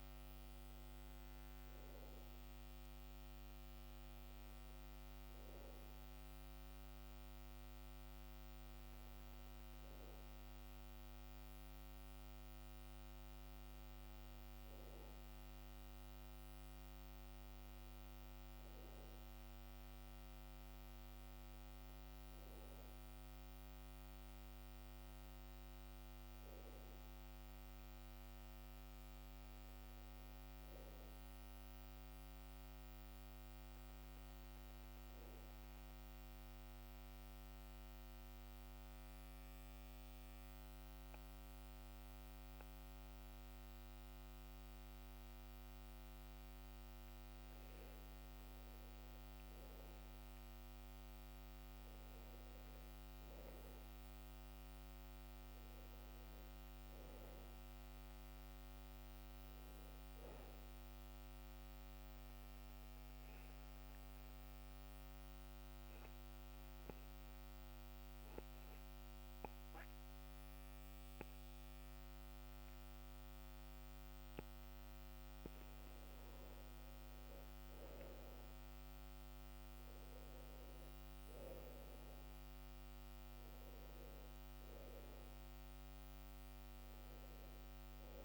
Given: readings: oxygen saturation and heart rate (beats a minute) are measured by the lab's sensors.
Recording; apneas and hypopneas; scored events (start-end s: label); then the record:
breathing in sleep, hard to hear, by a microphone on the trachea; 2
28.00-32.00 s: arousal
36.00-48.50 s: mixed apnea (oxygen 97% before, 91% lowest, heart rate 69 before, 66 extreme, up 4 after)
50.50-55.50 s: arousal
61.50-75.00 s: obstructive apnea (oxygen 95% before, 91% lowest, heart rate 68 before, 62 extreme, up 7 after)
78.00-83.00 s: arousal
From the record:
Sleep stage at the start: N1 (lightest sleep); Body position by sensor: on the back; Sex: male